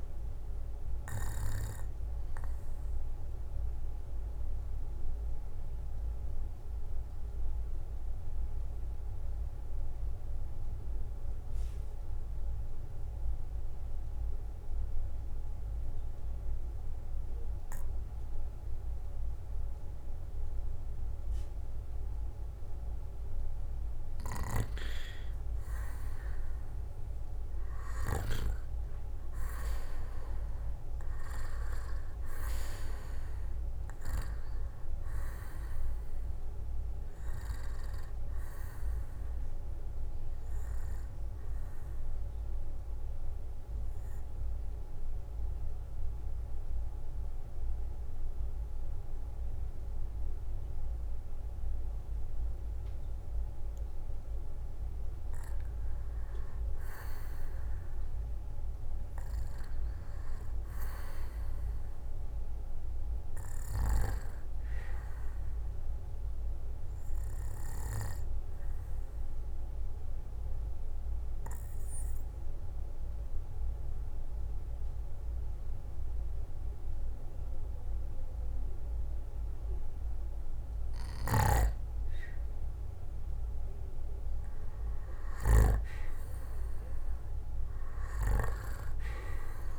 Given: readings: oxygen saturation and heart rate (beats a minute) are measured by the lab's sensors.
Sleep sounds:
breathing in sleep by a room microphone; 3
0.00-12.50 s: oxygen desaturation (device-marked, oxygen 88% lowest, heart rate 54 extreme)
2.50-24.00 s: mixed apnea (oxygen 97% before, 88% lowest, heart rate 65 before, 54 extreme, up 11 after)
28.50-50.50 s: oxygen desaturation (device-marked, oxygen 97% before, 89% lowest, heart rate 60 before, 56 extreme)
29.00-32.50 s: arousal
41.00-54.50 s: central apnea (oxygen 97% before, 89% lowest, heart rate 67 before, 56 extreme, up 8 after)
59.00-63.00 s: arousal
63.50-75.50 s: oxygen desaturation (device-marked, oxygen 98% before, 94% lowest, heart rate 59 before, 59 extreme)
67.00-80.50 s: obstructive apnea (oxygen 98% before, 86% lowest, heart rate 59 before, 57 extreme, up 7 after)
84.00-87.00 s: arousal
From the record:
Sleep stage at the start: N2 (light sleep); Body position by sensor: on the back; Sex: male

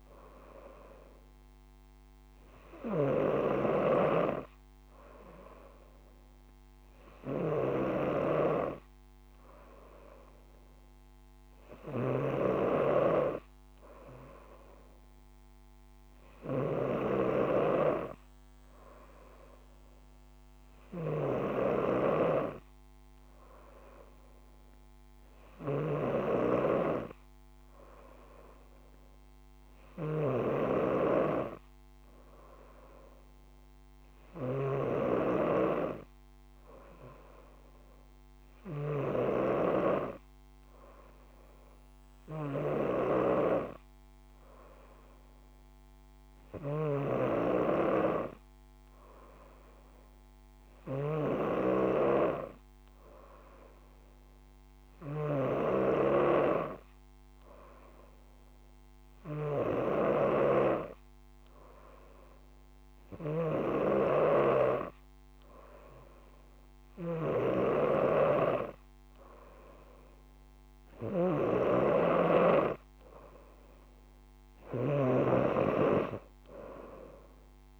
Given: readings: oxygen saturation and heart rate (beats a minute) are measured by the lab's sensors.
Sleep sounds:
breathing in sleep by a microphone on the trachea; none
0.00-39.50 s: snoring (device-marked)
47.00-56.00 s: snoring (device-marked)
63.50-75.50 s: snoring (device-marked)
From the record:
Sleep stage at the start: N3 (deep sleep); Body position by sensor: on the front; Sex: female

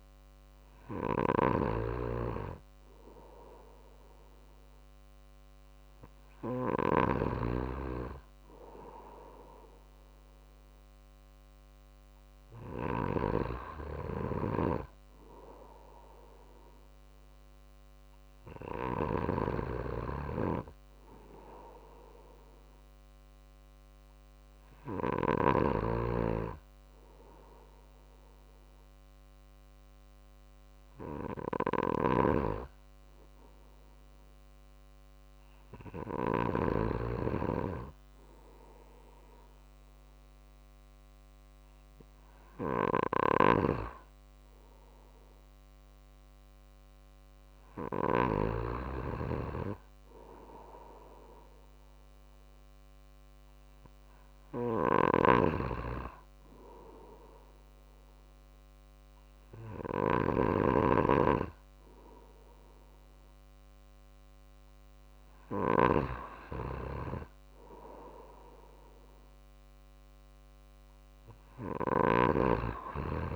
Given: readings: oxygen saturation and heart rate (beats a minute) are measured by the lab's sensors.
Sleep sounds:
breathing in sleep by a microphone on the trachea; none
0.00-1.00 s: drop in pulse transit time (device-marked, heart rate 50 extreme)
0.00-12.50 s: snoring (device-marked)
31.00-36.00 s: snoring (device-marked)
42.50-48.00 s: snoring (device-marked)
54.50-65.50 s: snoring (device-marked)
71.50-73.36 s: snoring (device-marked)
From the record:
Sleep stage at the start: N2 (light sleep); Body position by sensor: on the right side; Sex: male

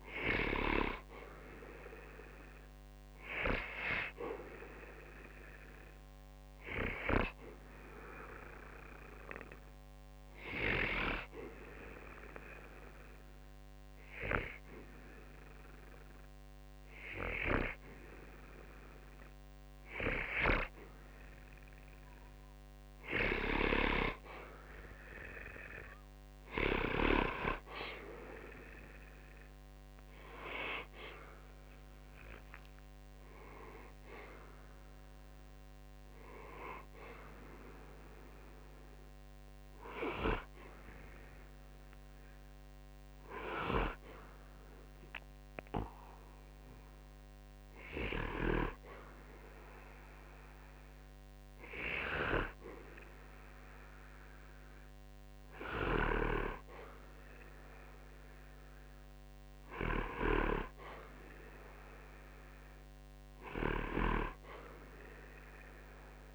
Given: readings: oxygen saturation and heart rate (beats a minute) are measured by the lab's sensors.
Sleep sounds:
breathing in sleep by a microphone on the trachea; 1
7.50-20.50 s: hypopnea (oxygen 96% before, 90% lowest, heart rate 66 before, 56 extreme)
22.50-25.50 s: arousal
23.50-49.50 s: oxygen desaturation (device-marked, oxygen 95% before, 90% lowest, heart rate 65 before, 58 extreme)
63.00-66.00 s: arousal
From the record:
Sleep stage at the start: N2 (light sleep); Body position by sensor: on the back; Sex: male

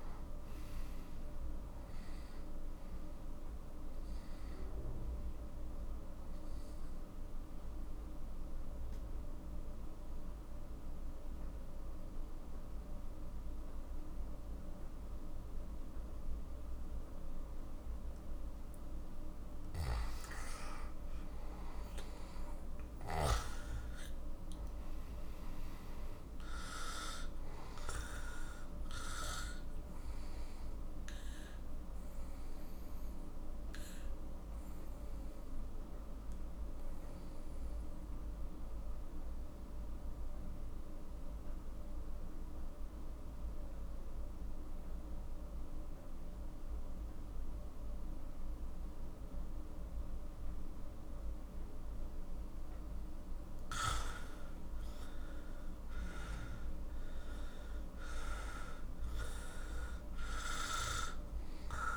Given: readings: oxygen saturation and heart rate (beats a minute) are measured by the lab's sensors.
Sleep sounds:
breathing in sleep by a room microphone; 2
0.00-15.00 s: oxygen desaturation (device-marked, oxygen 91% lowest, heart rate 39 extreme)
8.00-18.50 s: obstructive apnea (oxygen 98% before, 92% lowest, heart rate 76 before, 39 extreme, up 14 after)
20.50-23.50 s: arousal
27.00-50.00 s: oxygen desaturation (device-marked, oxygen 98% before, 92% lowest, heart rate 51 before, 39 extreme)
34.00-52.50 s: obstructive apnea (oxygen 98% before, 92% lowest, heart rate 53 before, 40 extreme, up 18 after)
54.00-58.00 s: arousal
59.00-61.97 s: oxygen desaturation (device-marked, oxygen 98% before, 92% lowest, heart rate 47 before, 40 extreme)
From the record:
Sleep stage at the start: N2 (light sleep); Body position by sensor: on the back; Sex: male

